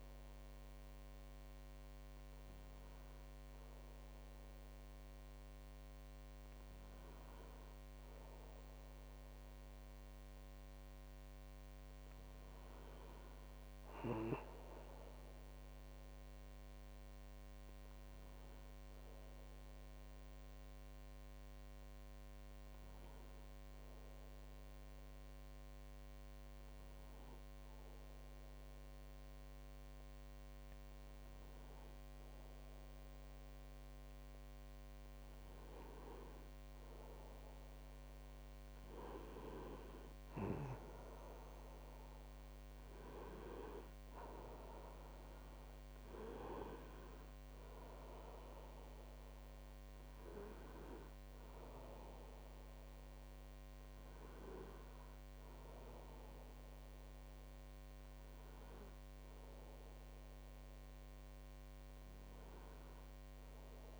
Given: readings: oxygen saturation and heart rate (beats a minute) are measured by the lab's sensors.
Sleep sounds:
breathing in sleep by a microphone on the trachea; none
none scored
From the record:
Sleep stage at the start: N1 (lightest sleep); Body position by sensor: on the back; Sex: male

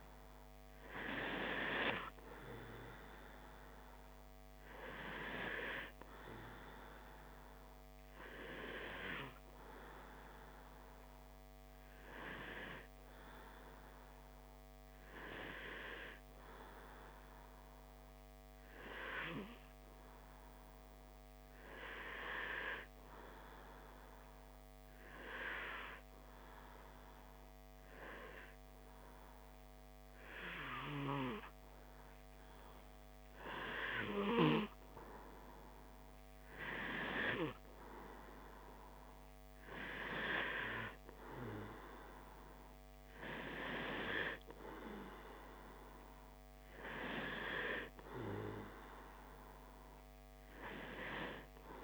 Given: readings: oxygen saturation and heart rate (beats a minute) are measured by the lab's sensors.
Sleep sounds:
breathing in sleep by a microphone on the trachea; 1
15.50-19.00 s: arousal
22.00-33.50 s: hypopnea (oxygen 95% before, 94% lowest, heart rate 60 before, 59 extreme, up 3 after)
35.00-39.00 s: arousal
From the record:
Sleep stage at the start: N2 (light sleep); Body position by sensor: on the back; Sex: male

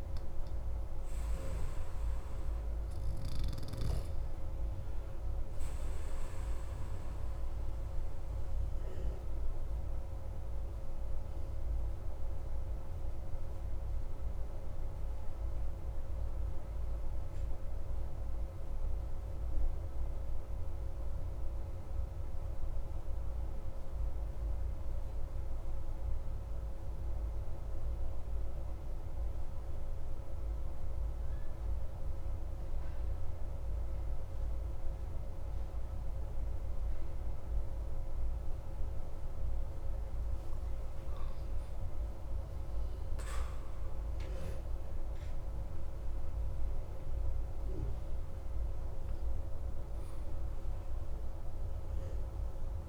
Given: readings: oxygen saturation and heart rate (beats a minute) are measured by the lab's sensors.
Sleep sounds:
breathing in sleep, hard to hear, by a room microphone; 1
9.00-39.00 s: obstructive apnea (oxygen 93% before, 94% lowest)
39.00-52.88 s: oxygen desaturation (device-marked, oxygen 98% before, 94% lowest)
44.50-50.00 s: arousal
From the record:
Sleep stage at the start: N2 (light sleep); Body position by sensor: on the back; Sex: male

